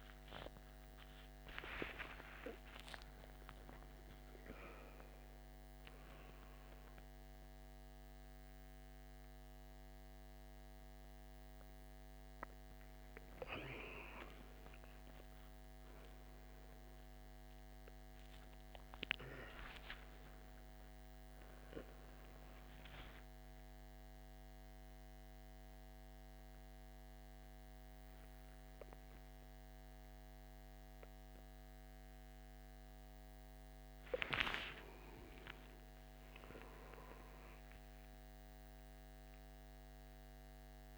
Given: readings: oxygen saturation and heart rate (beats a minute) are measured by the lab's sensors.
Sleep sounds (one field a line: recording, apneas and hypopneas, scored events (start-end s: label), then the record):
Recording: a person awake in a sleep study, by a microphone on the trachea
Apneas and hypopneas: none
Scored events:
none scored
From the record:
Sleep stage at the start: awake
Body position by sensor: on the right side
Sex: male